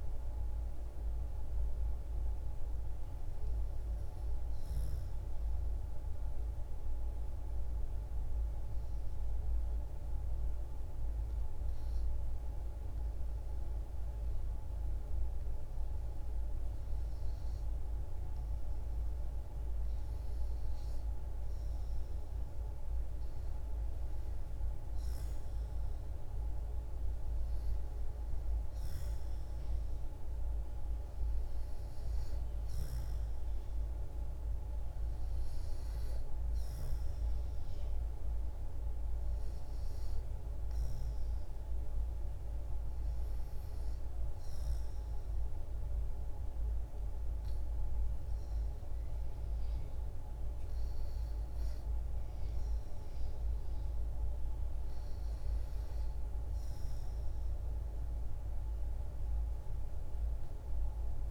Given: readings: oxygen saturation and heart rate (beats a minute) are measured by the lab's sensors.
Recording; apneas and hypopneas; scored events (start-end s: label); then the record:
breathing in sleep, hard to hear, by a room microphone; 2
0.00-9.50 s: oxygen desaturation (device-marked, oxygen 85% lowest, heart rate 58 extreme)
4.50-16.00 s: obstructive apnea (oxygen 94% before, 87% lowest, heart rate 73 before, 58 extreme, up 0 after)
17.50-22.00 s: arousal
23.50-43.50 s: oxygen desaturation (device-marked, oxygen 97% before, 91% lowest, heart rate 59 before, 60 extreme)
44.00-55.50 s: hypopnea (oxygen 97% before, 89% lowest, heart rate 61 before, 62 extreme, up 0 after)
56.50-61.31 s: oxygen desaturation (device-marked, oxygen 95% before, 90% lowest, heart rate 62 before, 62 extreme)
58.00-60.00 s: arousal
From the record:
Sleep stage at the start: REM sleep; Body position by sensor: on the back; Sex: female